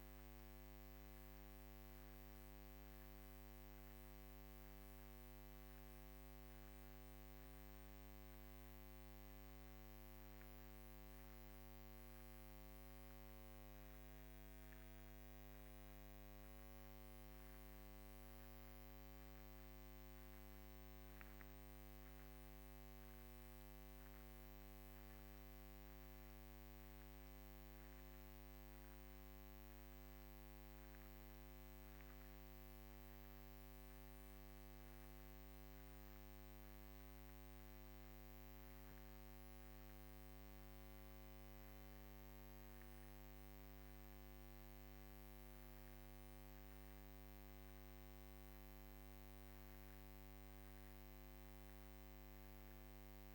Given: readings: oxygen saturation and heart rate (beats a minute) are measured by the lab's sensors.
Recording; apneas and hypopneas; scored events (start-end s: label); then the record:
a person awake in a sleep study, hard to hear, by a microphone on the trachea; none
none scored
From the record:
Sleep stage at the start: awake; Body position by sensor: on the back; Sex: female